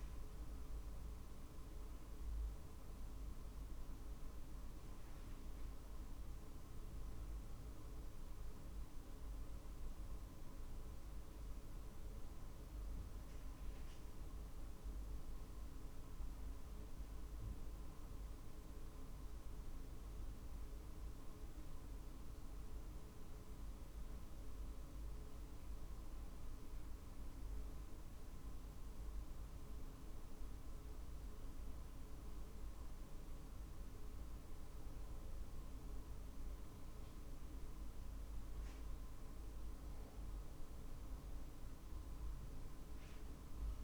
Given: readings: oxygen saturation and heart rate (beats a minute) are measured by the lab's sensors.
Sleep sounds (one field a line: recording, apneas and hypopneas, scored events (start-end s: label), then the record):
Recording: breathing in sleep, hard to hear, by a room microphone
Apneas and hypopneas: none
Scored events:
0.00-1.50 s: drop in pulse transit time (device-marked, heart rate 49 extreme)
22.50-27.00 s: arousal
From the record:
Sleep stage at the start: N2 (light sleep)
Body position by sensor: on the back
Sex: male